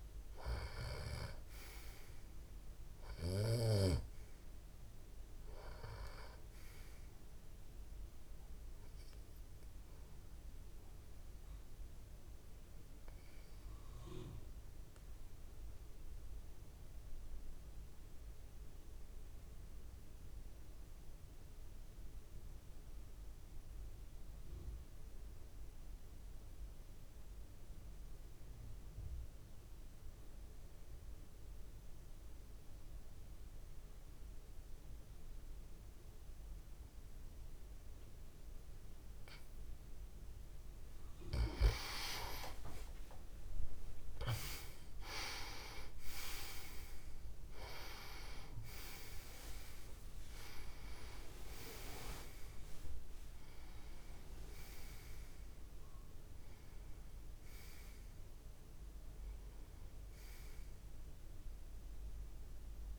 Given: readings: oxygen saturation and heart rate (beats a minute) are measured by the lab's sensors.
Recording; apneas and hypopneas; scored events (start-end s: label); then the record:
breathing in sleep by a room microphone; 1
0.00-3.50 s: snoring (device-marked)
0.00-21.00 s: oxygen desaturation (device-marked, oxygen 90% lowest)
10.50-39.50 s: obstructive apnea (oxygen 98% before, 88% lowest)
33.00-62.99 s: oxygen desaturation (device-marked, oxygen 98% before, 88% lowest)
41.50-45.50 s: arousal
From the record:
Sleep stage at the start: N2 (light sleep); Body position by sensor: on the back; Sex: male